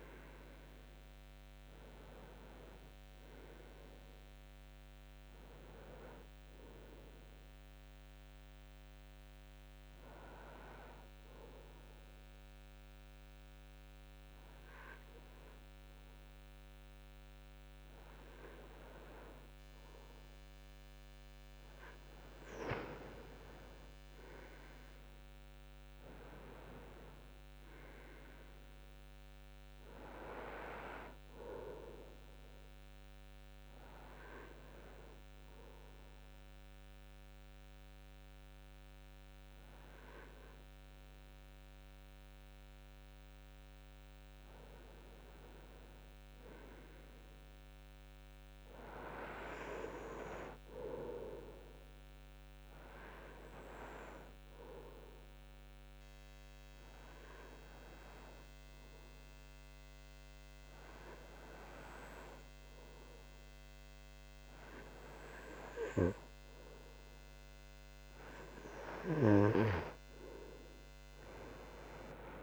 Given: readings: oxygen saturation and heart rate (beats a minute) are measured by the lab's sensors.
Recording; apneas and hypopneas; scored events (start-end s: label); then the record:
breathing in sleep by a microphone on the trachea; 3
7.50-19.50 s: hypopnea (oxygen 94% before, 91% lowest, heart rate 75 before, 66 extreme, up 1 after)
23.00-27.50 s: arousal
33.00-43.00 s: obstructive apnea (oxygen 95% before, 92% lowest, heart rate 74 before, 68 extreme, up 7 after)
45.50-49.50 s: arousal
53.00-67.00 s: hypopnea (oxygen 95% before, 92% lowest, heart rate 70 before, 69 extreme, up 6 after)
70.00-72.43 s: arousal
From the record:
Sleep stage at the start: N2 (light sleep); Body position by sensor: on the back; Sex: male